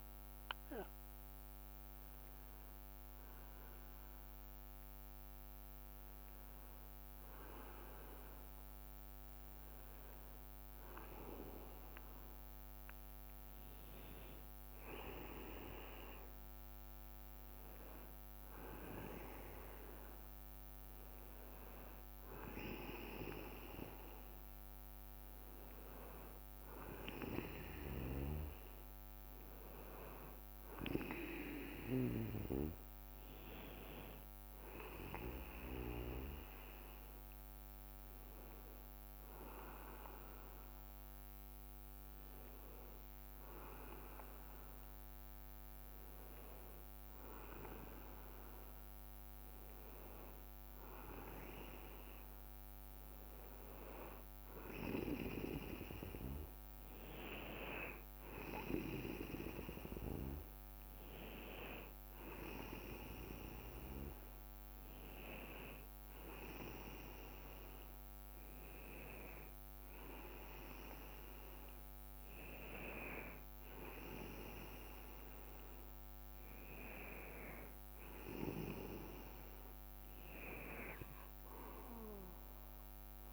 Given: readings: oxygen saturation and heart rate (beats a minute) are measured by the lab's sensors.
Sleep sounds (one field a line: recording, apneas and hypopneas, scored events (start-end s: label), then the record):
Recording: breathing in sleep by a microphone on the trachea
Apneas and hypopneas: none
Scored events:
none scored
From the record:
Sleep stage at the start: N2 (light sleep)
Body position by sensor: on the back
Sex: male